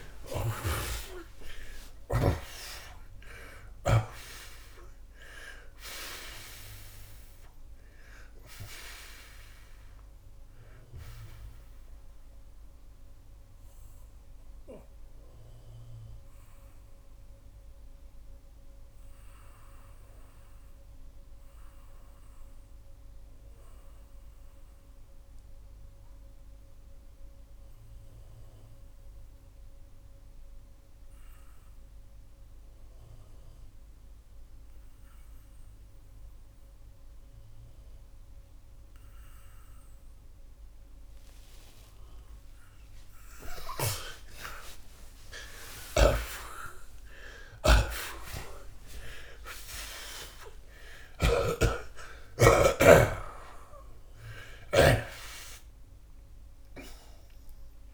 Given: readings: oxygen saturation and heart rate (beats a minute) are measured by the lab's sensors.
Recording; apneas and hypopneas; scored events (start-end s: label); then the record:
breathing in sleep by a room microphone; 1
5.50-41.50 s: oxygen desaturation (device-marked, oxygen 92% before, 78% lowest)
12.00-42.00 s: obstructive apnea (oxygen 93% before, 76% lowest)
44.00-49.50 s: arousal
45.50-54.50 s: snoring (device-marked)
49.50-57.94 s: oxygen desaturation (device-marked, oxygen 94% before, 76% lowest)
From the record:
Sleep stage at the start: N2 (light sleep); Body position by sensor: on the back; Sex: male